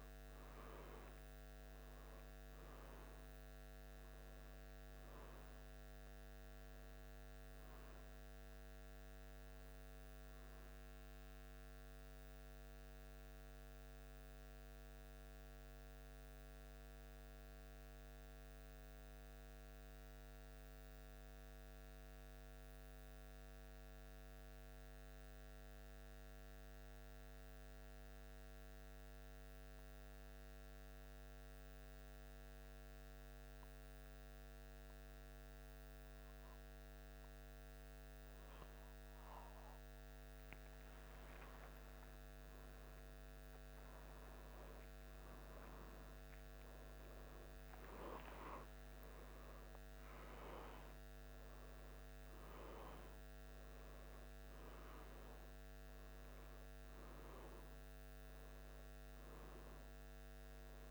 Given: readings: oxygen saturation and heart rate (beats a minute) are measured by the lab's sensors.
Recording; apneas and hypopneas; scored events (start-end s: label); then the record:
breathing in sleep, hard to hear, by a microphone on the trachea; 1
0.00-4.50 s: oxygen desaturation (device-marked, oxygen 93% lowest, heart rate 73 extreme)
2.50-60.91 s: new sleep stage, N1 (lightest sleep)
11.50-37.00 s: central apnea (oxygen 97% before, 91% lowest, heart rate 75 before, 73 extreme, up 2 after)
42.50-47.50 s: arousal
52.50-60.91 s: oxygen desaturation (device-marked, oxygen 98% before, 91% lowest, heart rate 75 before, 74 extreme)
From the record:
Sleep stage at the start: N2 (light sleep); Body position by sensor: on the back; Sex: male